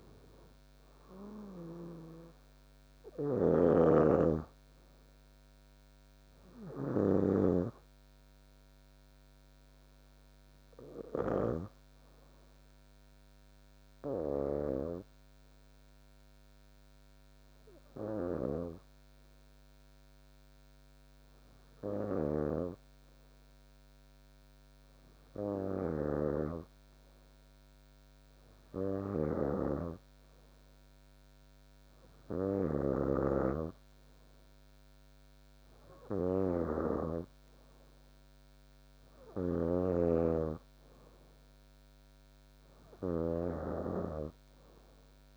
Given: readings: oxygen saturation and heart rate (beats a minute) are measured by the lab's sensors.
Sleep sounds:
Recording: breathing in sleep by a microphone on the trachea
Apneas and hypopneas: 1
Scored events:
0.00-5.50 s: oxygen desaturation (device-marked, oxygen 94% lowest, heart rate 64 extreme)
3.00-7.00 s: snoring (device-marked)
15.00-26.00 s: obstructive apnea (oxygen 97% before, 94% lowest, heart rate 69 before, 64 extreme, up 5 after)
26.00-45.37 s: snoring (device-marked)
28.00-31.00 s: arousal
From the record:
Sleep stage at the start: N2 (light sleep)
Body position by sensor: on the back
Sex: female

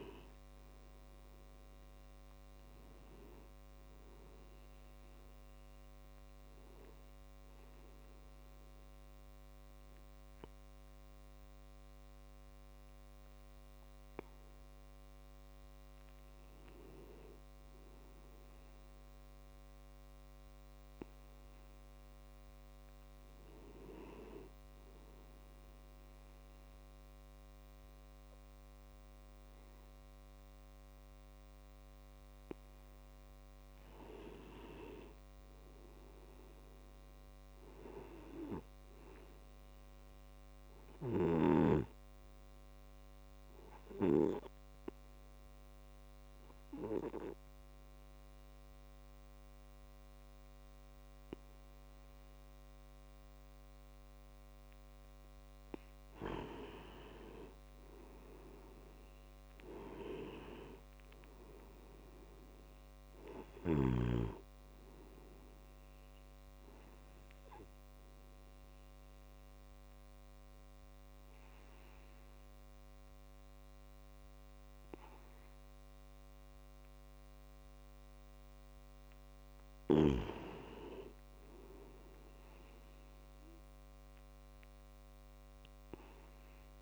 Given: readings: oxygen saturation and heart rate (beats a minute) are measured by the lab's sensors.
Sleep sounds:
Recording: breathing in sleep by a microphone on the trachea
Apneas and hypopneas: 3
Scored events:
0.00-19.00 s: oxygen desaturation (device-marked, oxygen 90% lowest)
6.50-17.50 s: hypopnea (oxygen 95% before, 90% lowest)
20.00-23.00 s: arousal
39.00-41.50 s: arousal
45.00-55.00 s: obstructive apnea (oxygen 97% before, 90% lowest)
56.50-60.00 s: arousal
63.00-81.00 s: oxygen desaturation (device-marked, oxygen 96% before, 90% lowest)
69.00-79.00 s: obstructive apnea (oxygen 96% before, 90% lowest)
81.50-84.50 s: arousal
From the record:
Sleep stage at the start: N2 (light sleep)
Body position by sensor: on the back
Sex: male

